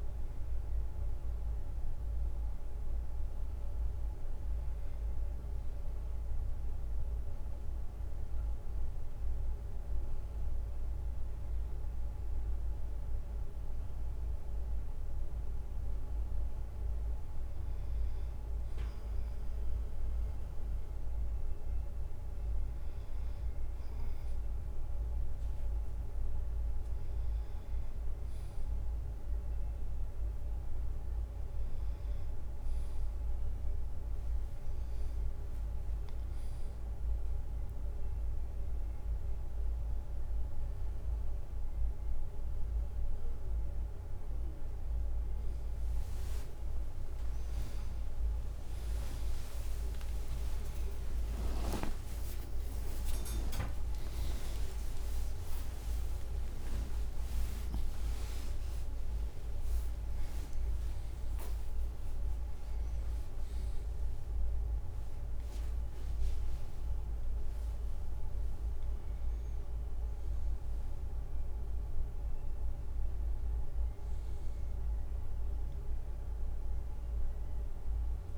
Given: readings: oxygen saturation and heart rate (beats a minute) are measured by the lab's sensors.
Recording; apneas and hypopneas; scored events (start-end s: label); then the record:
a person partly awake in a sleep study, hard to hear, by a room microphone; none
32.50-35.50 s: leg movement (device-marked)
44.00-78.38 s: new sleep stage, awake
51.00-53.00 s: long interval between heartbeats (device-marked, heart rate 60 before, 84 extreme)
51.00-54.00 s: tachycardia (device-marked, heart rate 58 before, 96 extreme)
53.00-67.00 s: drop in pulse transit time (device-marked, heart rate 63 before, 88 extreme)
54.00-56.00 s: long interval between heartbeats (device-marked, heart rate 65 before, 102 extreme)
63.00-65.00 s: leg movement (device-marked)
67.50-69.50 s: leg movement (device-marked)
From the record:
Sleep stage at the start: N2 (light sleep); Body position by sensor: on the back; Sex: male